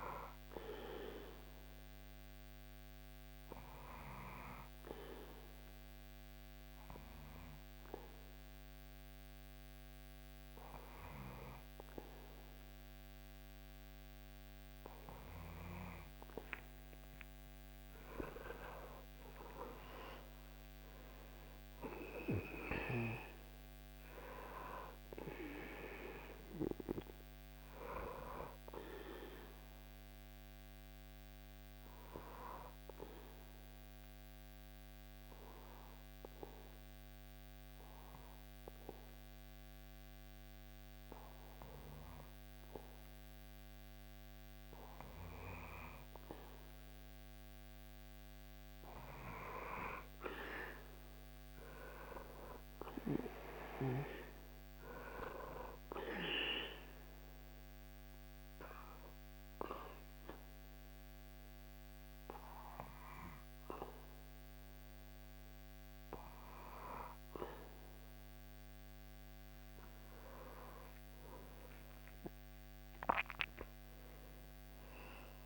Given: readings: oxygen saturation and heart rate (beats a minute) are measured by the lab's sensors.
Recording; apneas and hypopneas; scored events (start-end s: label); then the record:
breathing in sleep by a microphone on the trachea; 3
3.00-17.00 s: obstructive apnea (oxygen 97% before, 95% lowest, heart rate 68 before, 68 extreme, up 12 after)
20.00-25.00 s: arousal
30.00-46.50 s: obstructive apnea (oxygen 98% before, 95% lowest, heart rate 73 before, 68 extreme, up 9 after)
49.00-52.00 s: arousal
57.00-67.50 s: obstructive apnea (oxygen 98% before, 95% lowest, heart rate 72 before, 65 extreme, up 9 after)
69.50-73.50 s: arousal
From the record:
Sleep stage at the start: N2 (light sleep); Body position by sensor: on the back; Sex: male